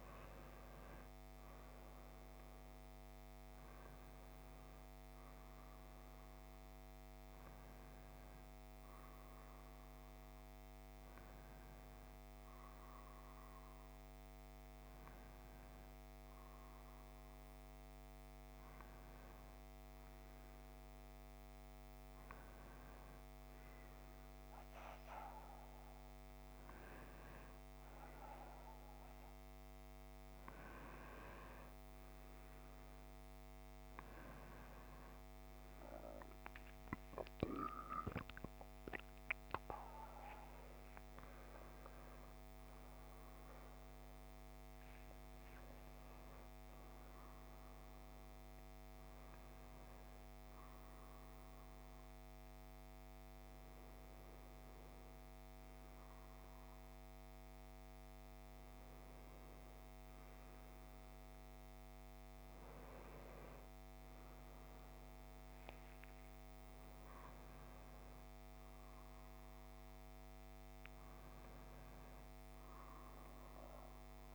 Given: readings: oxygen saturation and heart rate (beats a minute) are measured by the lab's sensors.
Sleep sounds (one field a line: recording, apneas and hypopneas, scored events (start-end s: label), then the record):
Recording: breathing in sleep by a microphone on the trachea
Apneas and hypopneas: none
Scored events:
34.50-39.50 s: arousal
From the record:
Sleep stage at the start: N1 (lightest sleep)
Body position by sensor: on the back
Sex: male